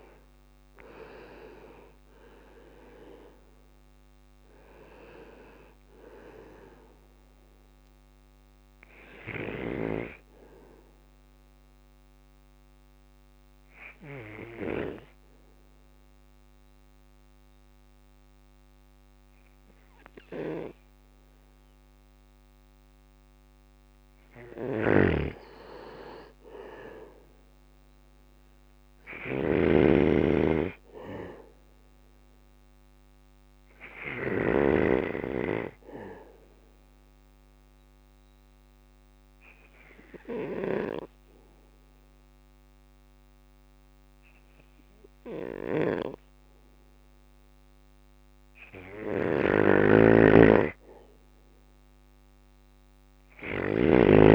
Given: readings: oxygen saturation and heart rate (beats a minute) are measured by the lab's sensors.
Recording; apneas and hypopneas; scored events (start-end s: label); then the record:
breathing in sleep by a microphone on the trachea; 2
0.00-7.00 s: drop in pulse transit time (device-marked, heart rate 59 extreme)
6.00-22.00 s: bradycardia (device-marked, heart rate 59 before, 56 extreme)
9.00-21.50 s: obstructive apnea (oxygen 97% before, 95% lowest, heart rate 61 before, 55 extreme, up 4 after)
23.50-33.00 s: snoring (device-marked)
24.50-27.50 s: arousal
27.00-53.00 s: bradycardia (device-marked, heart rate 59 before, 55 extreme)
35.00-48.50 s: obstructive apnea (oxygen 99% before, 95% lowest, heart rate 58 before, 55 extreme, up 5 after)
48.00-52.50 s: snoring (device-marked)
From the record:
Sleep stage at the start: N2 (light sleep); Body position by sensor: on the back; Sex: male